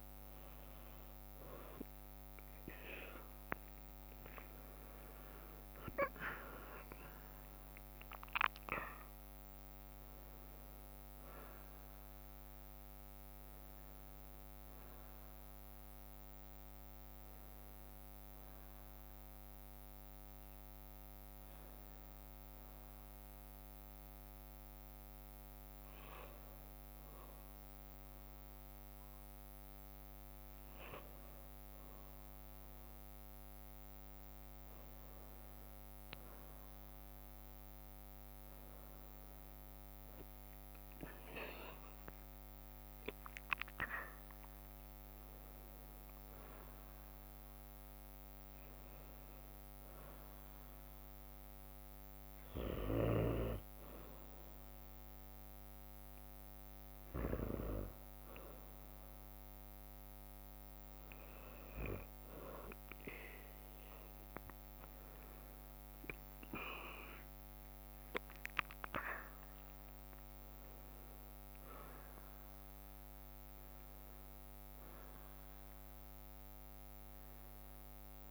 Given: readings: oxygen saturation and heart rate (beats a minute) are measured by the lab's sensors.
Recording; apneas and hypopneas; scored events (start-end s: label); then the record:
breathing in sleep by a microphone on the trachea; none
none scored
From the record:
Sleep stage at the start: N1 (lightest sleep); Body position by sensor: on the back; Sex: female